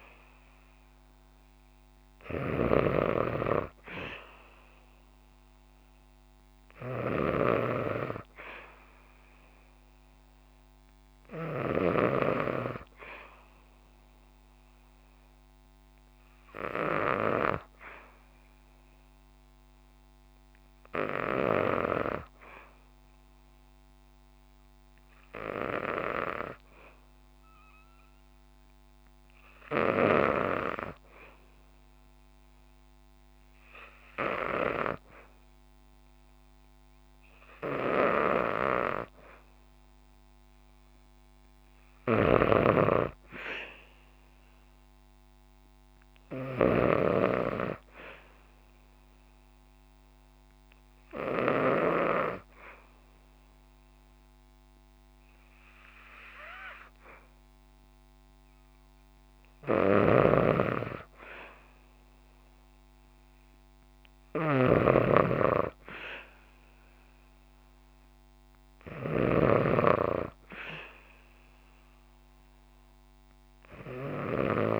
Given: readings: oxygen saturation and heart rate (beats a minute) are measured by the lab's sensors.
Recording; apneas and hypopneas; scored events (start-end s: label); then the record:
breathing in sleep by a microphone on the trachea; 2
0.00-11.50 s: snoring (device-marked)
14.00-37.50 s: hypopnea (oxygen 97% before, 94% lowest, heart rate 64 before, 62 extreme, up 3 after)
39.50-43.00 s: arousal
41.50-46.00 s: snoring (device-marked)
47.50-58.50 s: obstructive apnea (oxygen 97% before, 94% lowest, heart rate 65 before, 63 extreme, up 3 after)
59.00-69.00 s: snoring (device-marked)
61.00-64.50 s: arousal
From the record:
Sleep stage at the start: N2 (light sleep); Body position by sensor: on the back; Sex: female